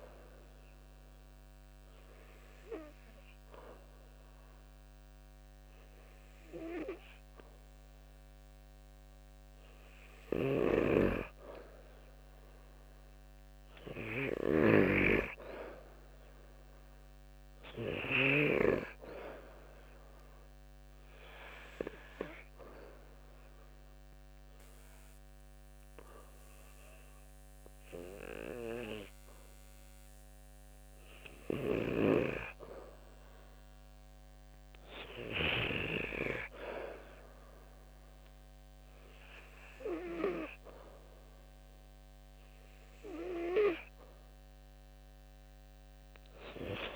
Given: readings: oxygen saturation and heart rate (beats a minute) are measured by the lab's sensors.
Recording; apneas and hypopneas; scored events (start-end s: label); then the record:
breathing in sleep by a microphone on the trachea; 2
0.50-10.50 s: obstructive apnea (oxygen 93% before, 90% lowest, heart rate 71 before, 66 extreme, up 2 after)
13.00-16.50 s: arousal
19.50-31.00 s: obstructive apnea (oxygen 93% before, 90% lowest, heart rate 69 before, 66 extreme, up 4 after)
33.50-37.00 s: arousal
From the record:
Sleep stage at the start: N2 (light sleep); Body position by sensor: on the back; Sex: male